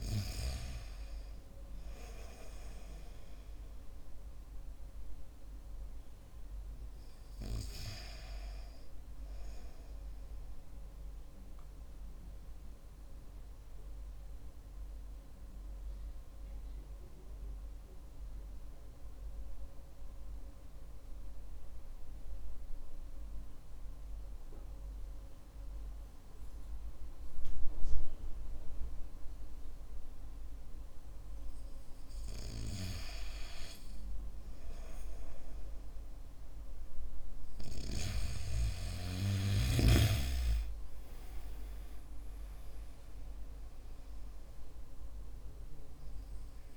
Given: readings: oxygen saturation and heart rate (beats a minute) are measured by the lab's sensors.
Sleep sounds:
breathing in sleep by a room microphone; 1
13.00-31.50 s: central apnea (oxygen 98% before, 95% lowest, heart rate 54 before, 51 extreme, up 3 after)
35.50-39.50 s: arousal
From the record:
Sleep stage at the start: N2 (light sleep); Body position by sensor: on the back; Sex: male

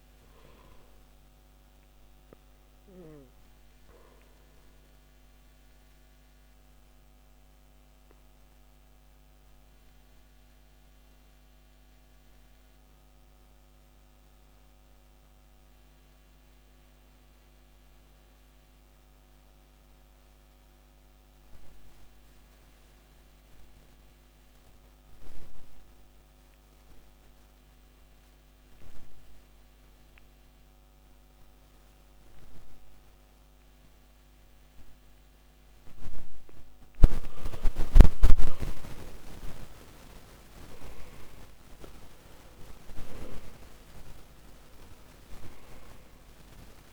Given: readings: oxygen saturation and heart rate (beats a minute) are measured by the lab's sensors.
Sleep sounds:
breathing in sleep by a microphone on the trachea; 1
4.50-36.50 s: obstructive apnea (oxygen 98% before, 85% lowest, heart rate 62 before, 47 extreme, up 10 after)
13.50-25.50 s: oxygen desaturation (device-marked, oxygen 97% before, 90% lowest, heart rate 54 before, 53 extreme)
37.50-41.50 s: arousal
From the record:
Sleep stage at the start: N2 (light sleep); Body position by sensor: on the back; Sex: male

